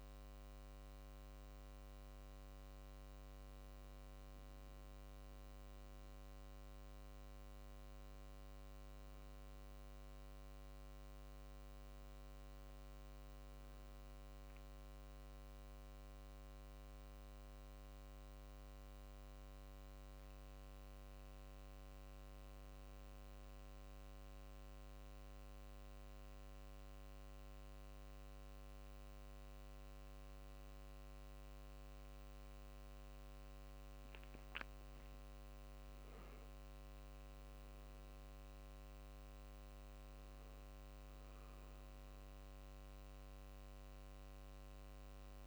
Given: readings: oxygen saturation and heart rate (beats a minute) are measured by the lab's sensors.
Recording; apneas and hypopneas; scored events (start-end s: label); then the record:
a person awake in a sleep study, hard to hear, by a microphone on the trachea; none
0.00-4.50 s: drop in pulse transit time (device-marked, heart rate 49 extreme)
From the record:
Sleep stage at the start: awake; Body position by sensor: on the back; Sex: male